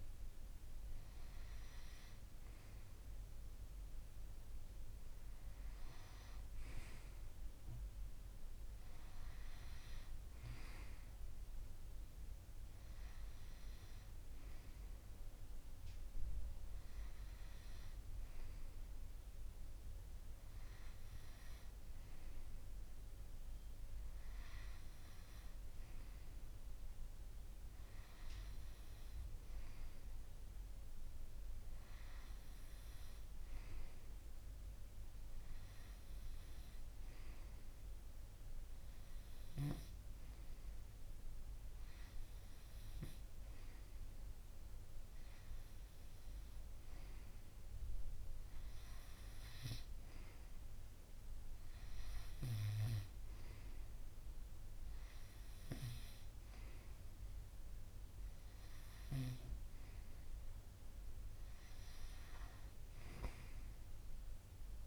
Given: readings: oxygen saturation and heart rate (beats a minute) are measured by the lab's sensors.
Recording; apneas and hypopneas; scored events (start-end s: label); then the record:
breathing in sleep by a room microphone; none
none scored
From the record:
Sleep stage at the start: N2 (light sleep); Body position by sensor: on the right side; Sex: male